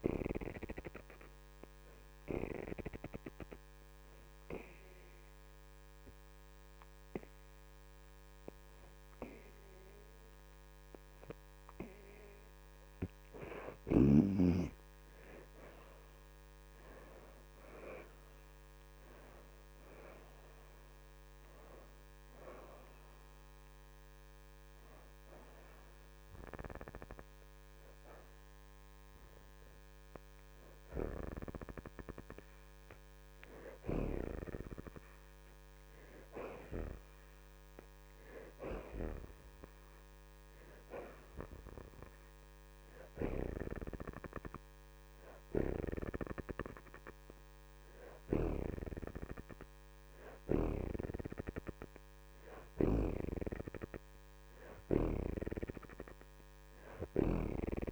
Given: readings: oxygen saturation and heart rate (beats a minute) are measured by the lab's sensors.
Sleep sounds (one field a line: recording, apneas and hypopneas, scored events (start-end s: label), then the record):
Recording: breathing in sleep by a microphone on the trachea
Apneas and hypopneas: 1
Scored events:
1.50-13.00 s: hypopnea (oxygen 69% before, 57% lowest)
5.00-12.00 s: oxygen desaturation (device-marked, oxygen 72% before, 65% lowest)
15.50-19.00 s: arousal
24.00-49.00 s: oxygen desaturation (device-marked, oxygen 73% before, 57% lowest)
55.00-57.92 s: oxygen desaturation (device-marked, oxygen 75% before, 68% lowest)
From the record:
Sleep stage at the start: N2 (light sleep)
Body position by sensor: on the back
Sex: female